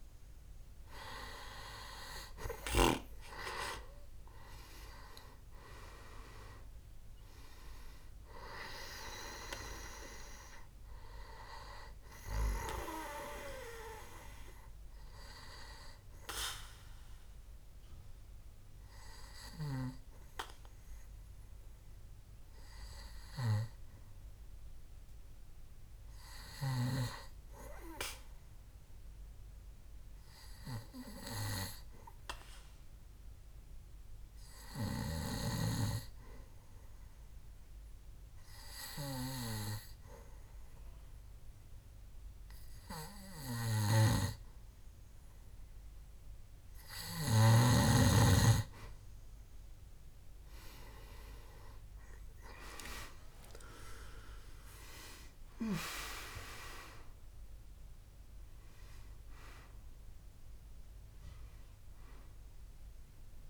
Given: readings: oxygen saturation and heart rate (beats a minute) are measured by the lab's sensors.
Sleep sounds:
breathing in sleep by a room microphone; 1
2.50-27.50 s: oxygen desaturation (device-marked, oxygen 98% before, 90% lowest, heart rate 65 before, 65 extreme)
4.50-7.50 s: arousal
17.00-47.00 s: obstructive apnea (oxygen 98% before, 89% lowest, heart rate 69 before, 65 extreme, up 6 after)
42.50-63.50 s: oxygen desaturation (device-marked, oxygen 98% before, 89% lowest, heart rate 66 before, 63 extreme)
52.50-57.00 s: arousal
From the record:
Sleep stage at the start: N2 (light sleep); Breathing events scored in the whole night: 341 in 4.3 hours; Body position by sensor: on the back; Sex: male

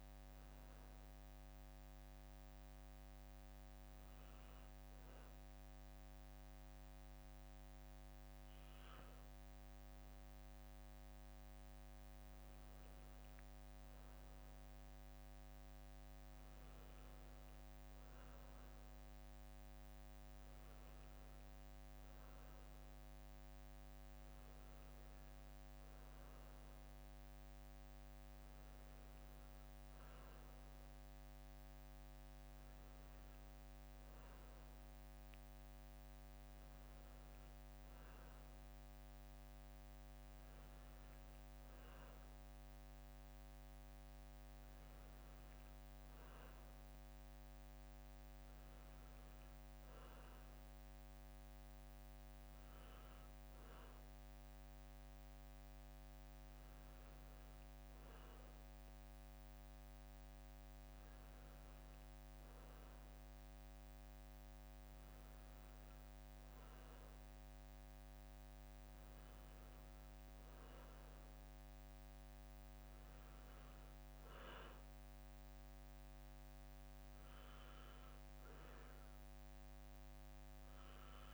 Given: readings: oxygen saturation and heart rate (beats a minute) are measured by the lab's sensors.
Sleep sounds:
breathing in sleep, hard to hear, by a microphone on the trachea; 1
1.00-12.50 s: obstructive apnea (oxygen 98% before, 94% lowest, heart rate 66 before, 65 extreme, up 5 after)
15.00-19.50 s: arousal
72.00-81.34 s: new sleep stage, N2 (light sleep)
From the record:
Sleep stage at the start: N1 (lightest sleep); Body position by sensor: on the back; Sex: male

